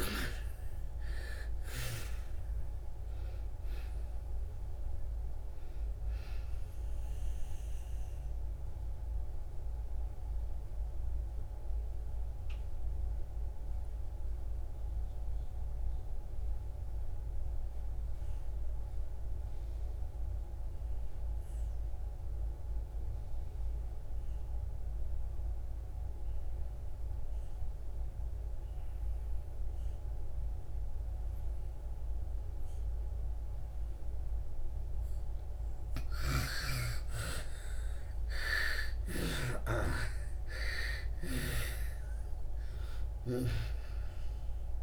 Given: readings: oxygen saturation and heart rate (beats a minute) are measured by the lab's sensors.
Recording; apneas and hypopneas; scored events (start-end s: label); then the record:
breathing in sleep by a room microphone; 1
0.00-1.50 s: arousal
0.00-26.00 s: oxygen desaturation (device-marked, oxygen 75% lowest, heart rate 55 extreme)
7.00-34.50 s: mixed apnea (oxygen 100% before, 75% lowest, heart rate 63 before, 55 extreme, up 8 after)
32.00-44.83 s: oxygen desaturation (device-marked, oxygen 98% before, 77% lowest, heart rate 59 before, 55 extreme)
35.50-39.00 s: snoring (device-marked)
36.50-41.00 s: arousal
From the record:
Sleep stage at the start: N2 (light sleep); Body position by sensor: on the back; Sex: female